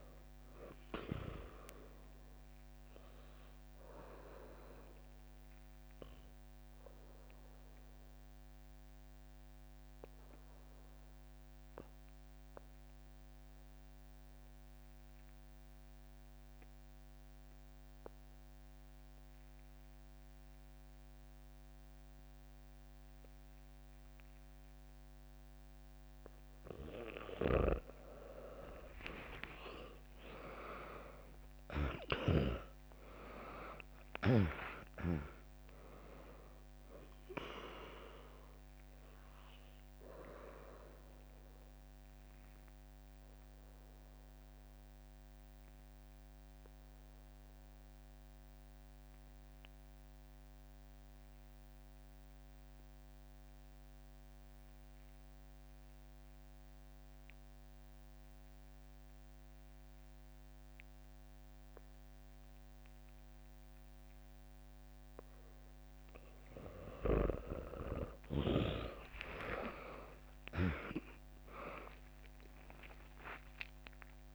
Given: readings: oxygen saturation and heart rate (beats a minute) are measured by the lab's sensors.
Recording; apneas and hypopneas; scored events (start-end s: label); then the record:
breathing in sleep by a microphone on the trachea; 2
0.00-7.00 s: drop in pulse transit time (device-marked, heart rate 63 extreme)
5.50-27.00 s: obstructive apnea (oxygen 100% before, 95% lowest, heart rate 67 before, 61 extreme, up 1 after)
29.50-34.00 s: arousal
31.00-43.00 s: drop in pulse transit time (device-marked, heart rate 65 before, 63 extreme)
41.50-65.00 s: obstructive apnea (oxygen 100% before, 94% lowest, heart rate 66 before, 61 extreme, up 1 after)
69.00-74.35 s: oxygen desaturation (device-marked, oxygen 100% before, 94% lowest, heart rate 64 before, 62 extreme)
69.50-74.35 s: arousal
71.00-74.35 s: drop in pulse transit time (device-marked, heart rate 64 before, 63 extreme)
From the record:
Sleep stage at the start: N2 (light sleep); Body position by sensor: on the back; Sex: female